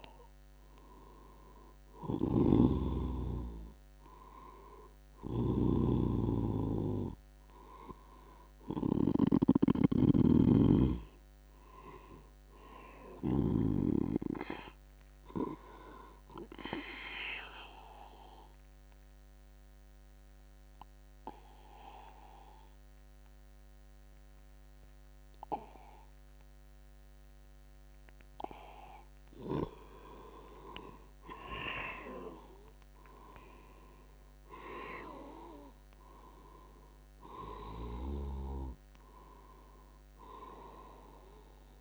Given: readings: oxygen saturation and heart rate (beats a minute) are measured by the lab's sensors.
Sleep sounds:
breathing in sleep by a microphone on the trachea; 1
2.50-10.50 s: snoring (device-marked)
17.50-29.50 s: obstructive apnea (oxygen 98% before, 87% lowest, heart rate 81 before, 68 extreme)
31.00-35.50 s: arousal
31.00-41.81 s: oxygen desaturation (device-marked, oxygen 97% before, 91% lowest, heart rate 87 before, 72 extreme)
From the record:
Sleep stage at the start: N2 (light sleep); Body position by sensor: on the back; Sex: male

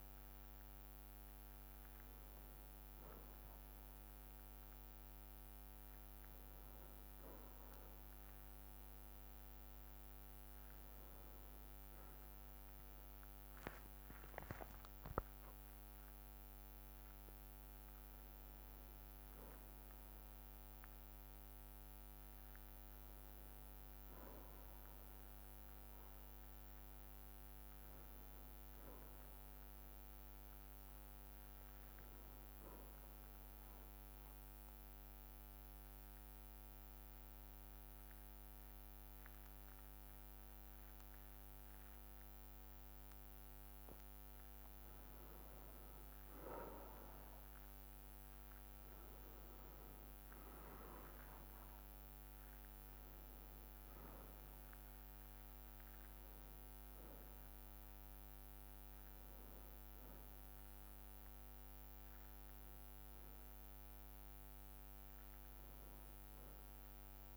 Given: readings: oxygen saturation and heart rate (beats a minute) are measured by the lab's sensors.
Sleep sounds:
a person partly awake in a sleep study, hard to hear, by a microphone on the trachea; 1
13.00-67.37 s: new sleep stage, N1 (lightest sleep)
33.00-44.00 s: central apnea (oxygen 96% before, 94% lowest, heart rate 62 before, 57 extreme, up 2 after)
36.00-47.00 s: bradycardia (device-marked, heart rate 61 before, 57 extreme)
49.00-52.00 s: bradycardia (device-marked, heart rate 61 before, 59 extreme)
50.50-56.00 s: arousal
57.00-65.00 s: bradycardia (device-marked, heart rate 61 before, 58 extreme)
From the record:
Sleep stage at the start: awake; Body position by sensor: on the back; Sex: male

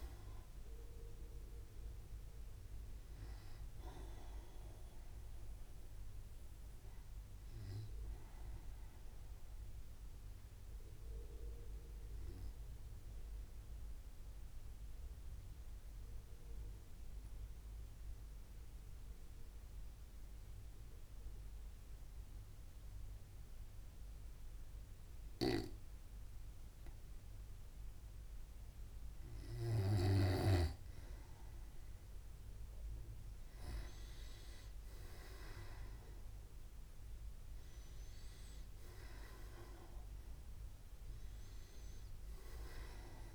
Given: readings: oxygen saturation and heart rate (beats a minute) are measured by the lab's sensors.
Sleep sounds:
breathing in sleep by a room microphone; 1
0.00-1.00 s: oxygen desaturation (device-marked, oxygen 95% lowest, heart rate 63 extreme)
9.50-28.00 s: obstructive apnea (oxygen 98% before, 94% lowest, heart rate 65 before, 64 extreme, up 2 after)
32.50-37.50 s: arousal
From the record:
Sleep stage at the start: N2 (light sleep); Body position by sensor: on the right side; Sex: male

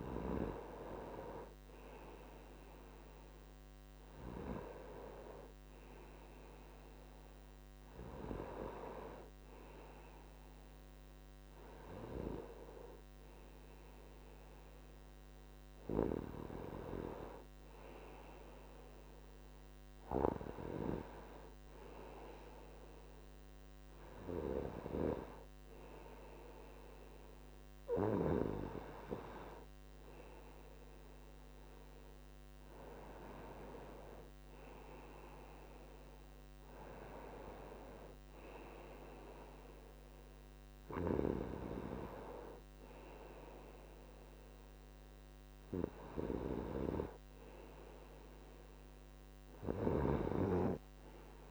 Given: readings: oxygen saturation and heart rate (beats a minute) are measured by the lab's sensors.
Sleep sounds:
breathing in sleep by a microphone on the trachea; none
23.00-25.00 s: long interval between heartbeats (device-marked, heart rate 73 before, 83 extreme)
From the record:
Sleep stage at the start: N2 (light sleep); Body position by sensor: on the right side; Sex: male

